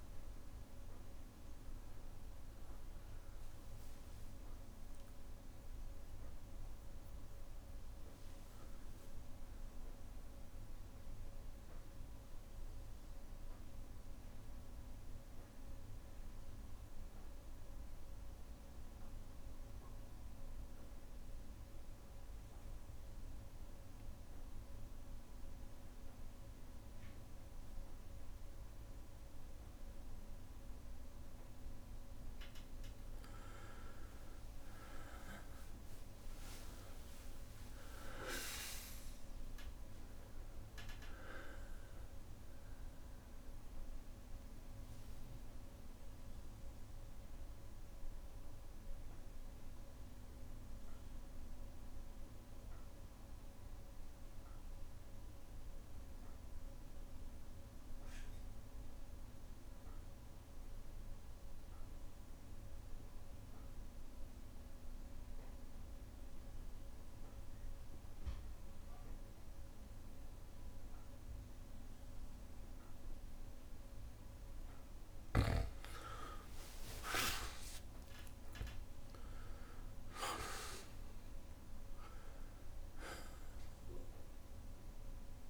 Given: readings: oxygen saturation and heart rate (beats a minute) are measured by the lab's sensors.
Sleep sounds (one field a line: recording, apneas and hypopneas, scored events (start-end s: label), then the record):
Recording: breathing in sleep by a room microphone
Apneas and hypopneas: 2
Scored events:
0.00-13.00 s: oxygen desaturation (device-marked, oxygen 93% lowest, heart rate 61 extreme)
12.00-31.50 s: obstructive apnea (oxygen 99% before, 91% lowest, heart rate 64 before, 60 extreme, up 5 after)
32.00-59.00 s: oxygen desaturation (device-marked, oxygen 99% before, 93% lowest, heart rate 62 before, 60 extreme)
34.50-38.50 s: arousal
47.50-73.00 s: obstructive apnea (oxygen 99% before, 91% lowest, heart rate 64 before, 59 extreme, up 14 after)
73.00-85.49 s: oxygen desaturation (device-marked, oxygen 99% before, 91% lowest, heart rate 61 before, 59 extreme)
76.50-80.50 s: arousal
77.00-79.00 s: long interval between heartbeats (device-marked, heart rate 61 before, 72 extreme)
From the record:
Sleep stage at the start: N2 (light sleep)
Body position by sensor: on the back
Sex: male